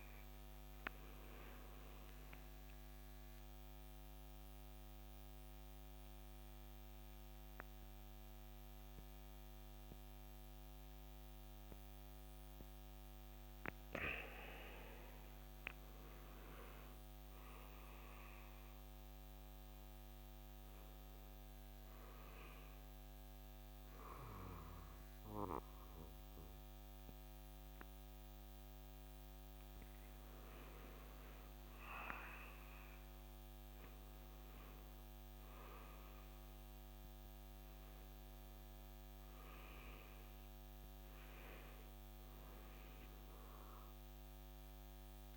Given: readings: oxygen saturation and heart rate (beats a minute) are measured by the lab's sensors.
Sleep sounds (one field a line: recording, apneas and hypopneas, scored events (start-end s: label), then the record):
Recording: breathing in sleep by a microphone on the trachea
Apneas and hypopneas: 1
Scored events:
3.00-15.50 s: mixed apnea (oxygen 98% before, 95% lowest, heart rate 71 before, 61 extreme, up 15 after)
18.00-22.50 s: arousal
From the record:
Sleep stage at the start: N2 (light sleep)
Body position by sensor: on the right side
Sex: male